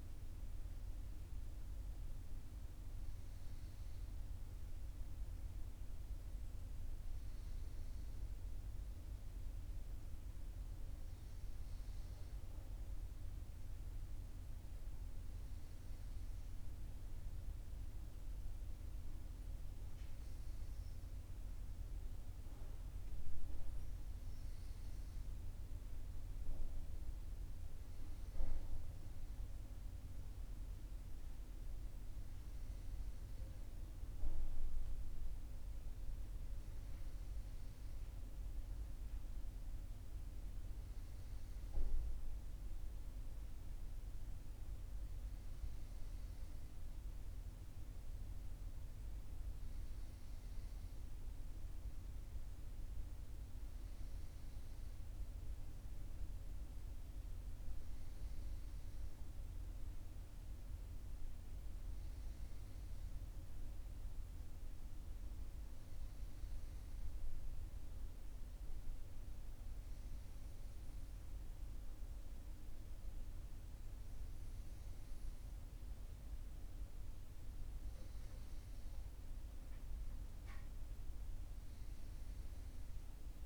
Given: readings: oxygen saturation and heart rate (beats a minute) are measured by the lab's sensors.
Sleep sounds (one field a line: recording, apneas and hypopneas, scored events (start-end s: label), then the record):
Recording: breathing in sleep, hard to hear, by a room microphone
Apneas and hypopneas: none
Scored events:
8.00-83.46 s: new sleep stage, N2 (light sleep)
From the record:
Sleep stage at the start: N1 (lightest sleep)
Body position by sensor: on the right side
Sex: male